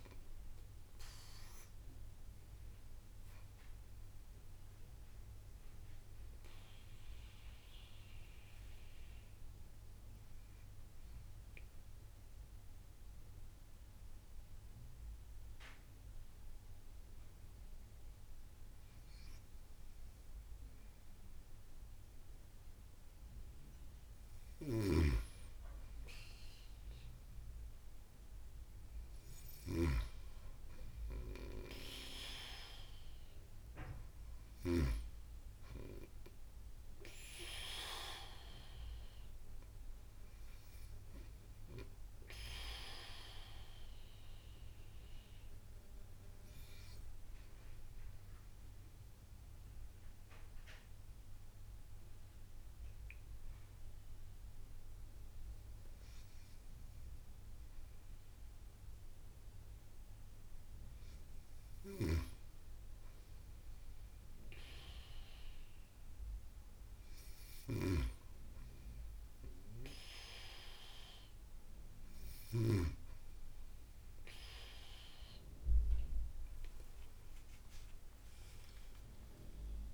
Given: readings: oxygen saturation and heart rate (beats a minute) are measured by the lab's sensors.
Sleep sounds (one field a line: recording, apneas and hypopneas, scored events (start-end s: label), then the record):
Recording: breathing in sleep by a room microphone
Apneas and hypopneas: 2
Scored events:
0.00-10.00 s: oxygen desaturation (device-marked, oxygen 92% lowest)
4.00-22.50 s: obstructive apnea (oxygen 96% before, 92% lowest)
24.00-29.50 s: snoring (device-marked)
26.00-31.00 s: arousal
46.50-61.50 s: mixed apnea (oxygen 96% before, 93% lowest)
65.00-69.00 s: arousal
78.50-79.94 s: long interval between heartbeats (device-marked)
From the record:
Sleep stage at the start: N2 (light sleep)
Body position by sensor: on the right side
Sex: female